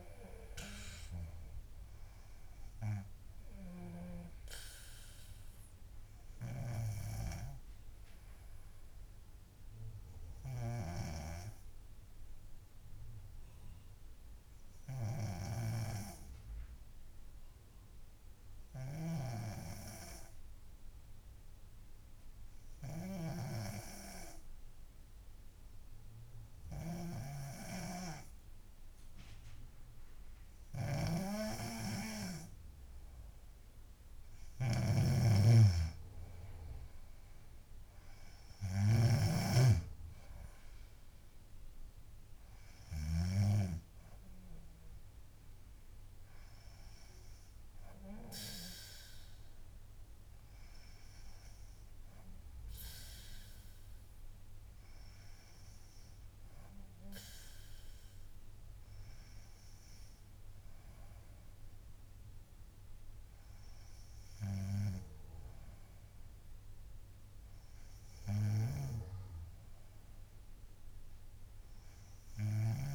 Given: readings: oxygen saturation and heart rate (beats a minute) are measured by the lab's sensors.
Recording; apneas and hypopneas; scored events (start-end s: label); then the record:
breathing in sleep by a room microphone; 1
11.50-33.50 s: obstructive apnea (oxygen 94% before, 89% lowest, heart rate 76 before, 62 extreme, up 4 after)
23.50-55.50 s: oxygen desaturation (device-marked, oxygen 97% before, 89% lowest, heart rate 71 before, 61 extreme)
31.00-43.50 s: snoring (device-marked)
38.50-42.00 s: arousal
From the record:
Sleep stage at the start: N3 (deep sleep); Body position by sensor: on the back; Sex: female